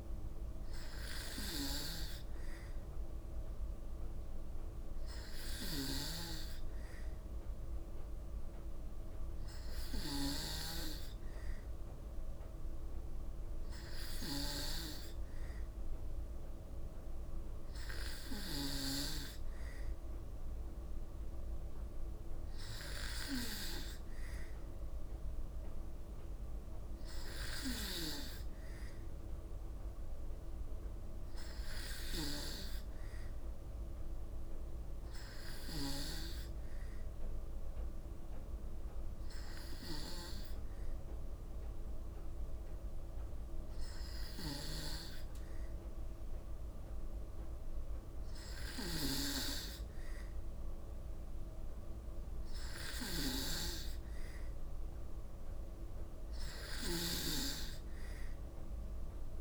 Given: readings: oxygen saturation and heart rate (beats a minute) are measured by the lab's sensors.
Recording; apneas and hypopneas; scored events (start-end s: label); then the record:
breathing in sleep by a room microphone; none
none scored
From the record:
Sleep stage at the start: N2 (light sleep); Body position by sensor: on the back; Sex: female